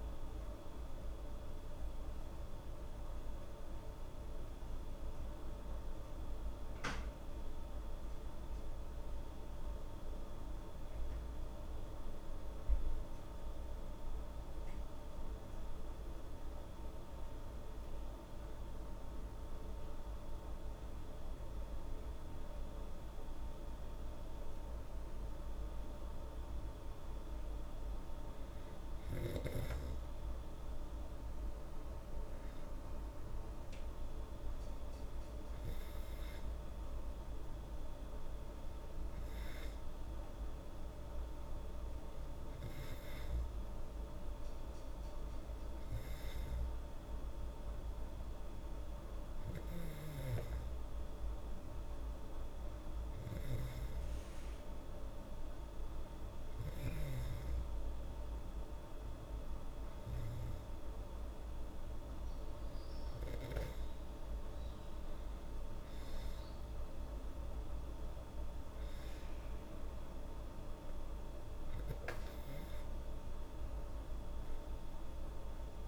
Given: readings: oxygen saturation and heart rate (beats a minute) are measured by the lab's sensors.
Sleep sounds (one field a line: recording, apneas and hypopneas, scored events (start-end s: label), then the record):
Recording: breathing in sleep, hard to hear, by a room microphone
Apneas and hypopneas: none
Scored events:
none scored
From the record:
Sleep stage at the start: N2 (light sleep)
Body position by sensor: on the back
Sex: female